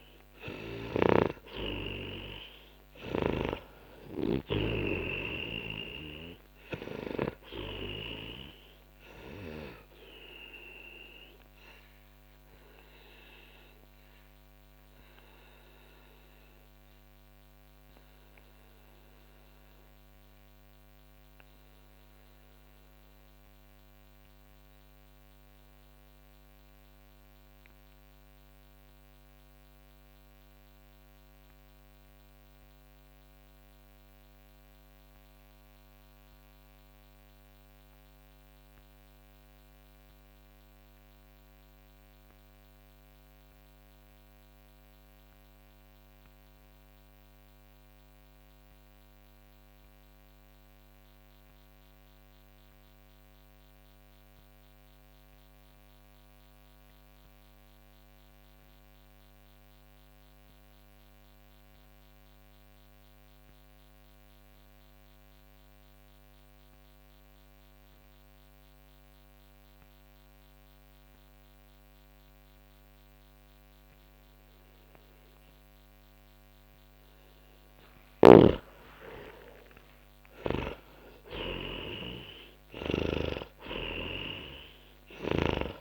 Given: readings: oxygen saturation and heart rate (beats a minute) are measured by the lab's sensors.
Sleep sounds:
breathing in sleep by a microphone on the trachea; 1
0.00-7.50 s: snoring (device-marked)
0.00-13.00 s: oxygen desaturation (device-marked, oxygen 93% lowest, heart rate 46 extreme)
12.00-77.50 s: mixed apnea (oxygen 98% before, 81% lowest, heart rate 63 before, 45 extreme, up 16 after)
15.00-45.00 s: oxygen desaturation (device-marked, oxygen 96% before, 86% lowest, heart rate 65 before, 45 extreme)
64.00-85.81 s: oxygen desaturation (device-marked, oxygen 99% before, 81% lowest, heart rate 51 before, 41 extreme)
78.50-84.50 s: arousal
From the record:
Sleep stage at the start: N2 (light sleep); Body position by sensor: on the back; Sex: male

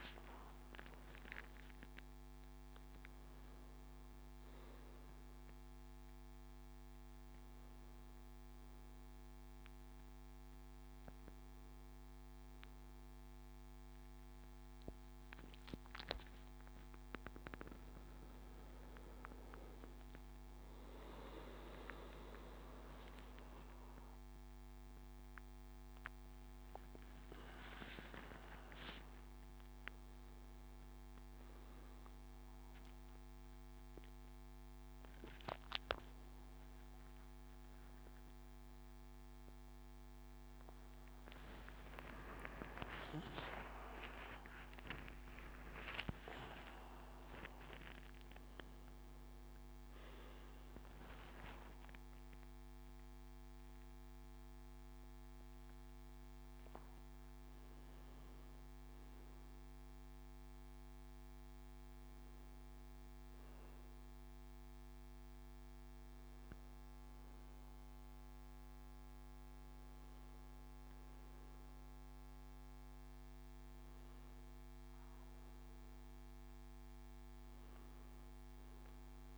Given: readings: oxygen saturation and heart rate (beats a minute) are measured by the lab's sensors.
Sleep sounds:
a person awake in a sleep study, by a microphone on the trachea; none
44.50-79.38 s: new sleep stage, N1 (lightest sleep)
75.00-78.50 s: arousal
From the record:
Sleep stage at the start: awake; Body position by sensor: on the back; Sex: male

